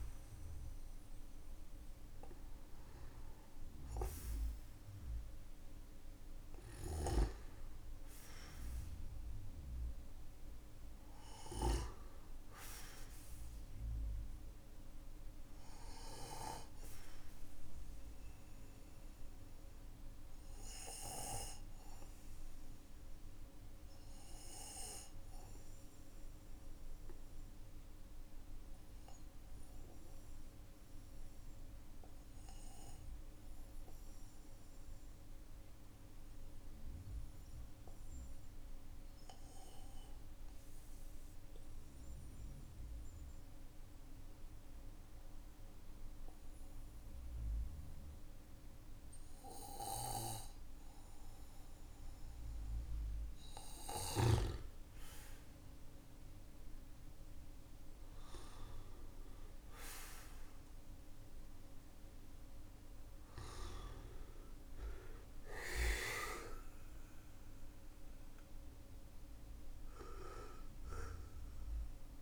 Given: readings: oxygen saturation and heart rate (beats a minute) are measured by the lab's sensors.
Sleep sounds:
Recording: breathing in sleep by a room microphone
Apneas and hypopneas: 1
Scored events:
0.00-3.50 s: arousal
13.00-51.00 s: obstructive apnea (oxygen 98% before, 93% lowest, heart rate 57 before, 45 extreme, up 7 after)
53.50-58.00 s: arousal
65.50-71.50 s: arousal
From the record:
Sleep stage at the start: N2 (light sleep)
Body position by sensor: on the right side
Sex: male

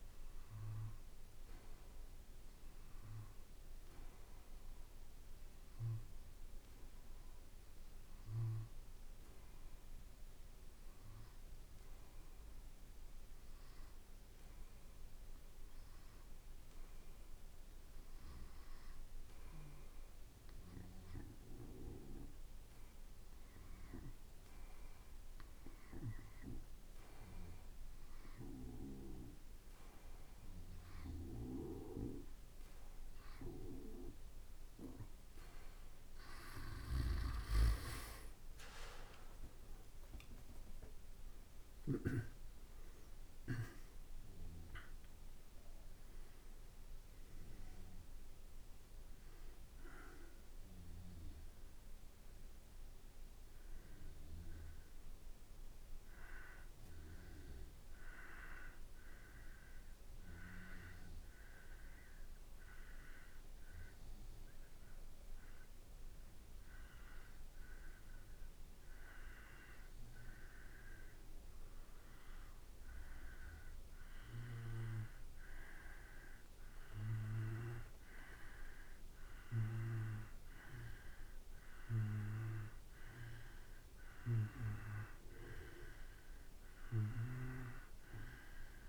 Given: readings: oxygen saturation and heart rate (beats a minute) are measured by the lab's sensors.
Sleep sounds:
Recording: breathing in sleep by a room microphone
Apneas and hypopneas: 2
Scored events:
1.00-31.00 s: hypopnea (oxygen 94% before, 91% lowest, heart rate 56 before, 53 extreme, up 4 after)
23.50-26.50 s: oxygen desaturation (device-marked, oxygen 95% before, 93% lowest, heart rate 54 before, 57 extreme)
39.50-43.50 s: arousal
44.50-58.50 s: drop in pulse transit time (device-marked, heart rate 58 before, 53 extreme)
57.50-74.00 s: hypopnea (oxygen 92% before, 91% lowest, heart rate 58 before, 53 extreme, up 2 after)
76.50-80.00 s: arousal
From the record:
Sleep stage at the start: N2 (light sleep)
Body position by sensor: on the back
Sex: male

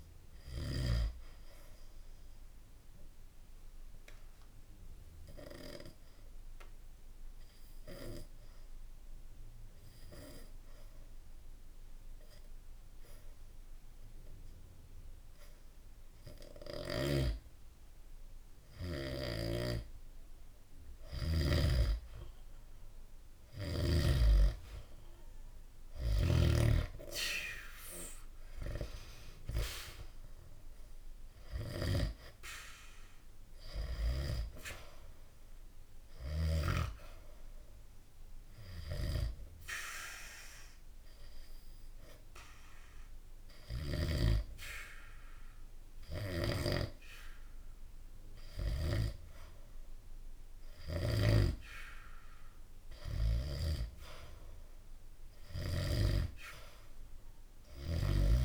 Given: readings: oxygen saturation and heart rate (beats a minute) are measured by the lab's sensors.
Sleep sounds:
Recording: breathing in sleep by a room microphone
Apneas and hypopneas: 2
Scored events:
0.00-14.50 s: oxygen desaturation (device-marked, oxygen 90% lowest, heart rate 63 extreme)
2.00-20.50 s: obstructive apnea (oxygen 98% before, 90% lowest, heart rate 66 before, 63 extreme)
16.50-21.50 s: snoring (device-marked)
22.50-27.00 s: arousal
28.50-51.50 s: oxygen desaturation (device-marked, oxygen 98% before, 91% lowest, heart rate 67 before, 58 extreme)
37.00-53.00 s: obstructive apnea (oxygen 98% before, 88% lowest, heart rate 66 before, 58 extreme, up 1 after)
53.50-57.00 s: arousal
55.50-58.45 s: snoring (device-marked)
From the record:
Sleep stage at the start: N2 (light sleep)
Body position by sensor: on the back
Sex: male

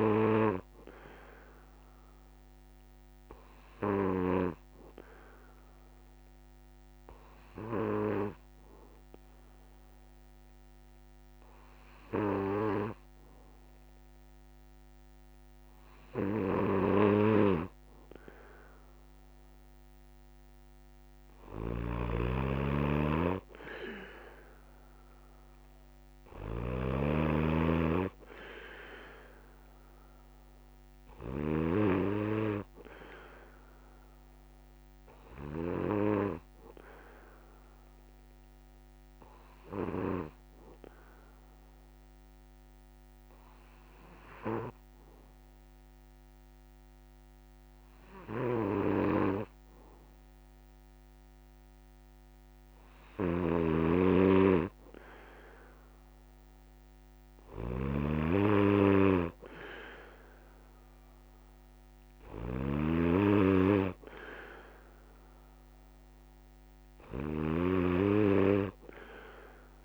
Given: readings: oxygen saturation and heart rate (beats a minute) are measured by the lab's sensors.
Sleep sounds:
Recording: breathing in sleep by a microphone on the trachea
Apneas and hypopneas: 1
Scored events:
21.00-31.50 s: snoring (device-marked)
37.00-52.50 s: hypopnea (oxygen 97% before, 93% lowest)
53.00-69.84 s: snoring (device-marked)
63.50-69.84 s: oxygen desaturation (device-marked, oxygen 97% before, 93% lowest)
From the record:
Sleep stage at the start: N2 (light sleep)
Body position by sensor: on the back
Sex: male

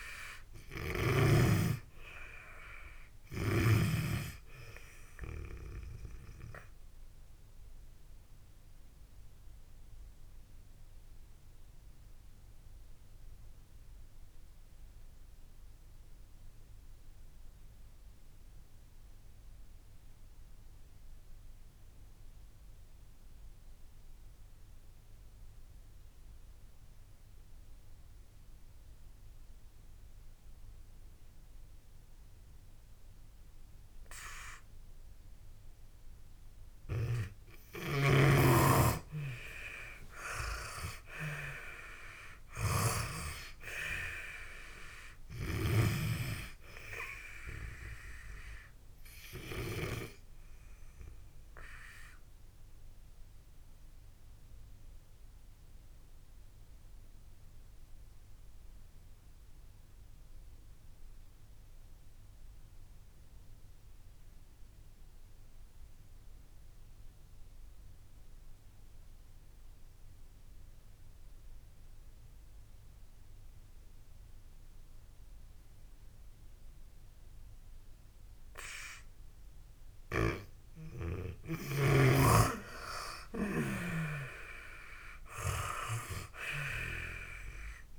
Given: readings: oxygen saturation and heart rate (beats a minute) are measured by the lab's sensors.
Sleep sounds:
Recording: breathing in sleep by a room microphone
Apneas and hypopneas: 2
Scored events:
0.00-1.00 s: snoring (device-marked)
4.50-30.50 s: oxygen desaturation (device-marked, oxygen 96% before, 84% lowest)
7.00-36.50 s: obstructive apnea (oxygen 97% before, 80% lowest)
39.00-42.50 s: arousal
41.50-71.50 s: oxygen desaturation (device-marked, oxygen 97% before, 80% lowest)
51.00-80.50 s: obstructive apnea (oxygen 97% before, 80% lowest)
82.50-86.50 s: arousal
85.50-87.99 s: oxygen desaturation (device-marked, oxygen 96% before, 80% lowest)
From the record:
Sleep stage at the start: N2 (light sleep)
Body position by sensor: on the back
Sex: female

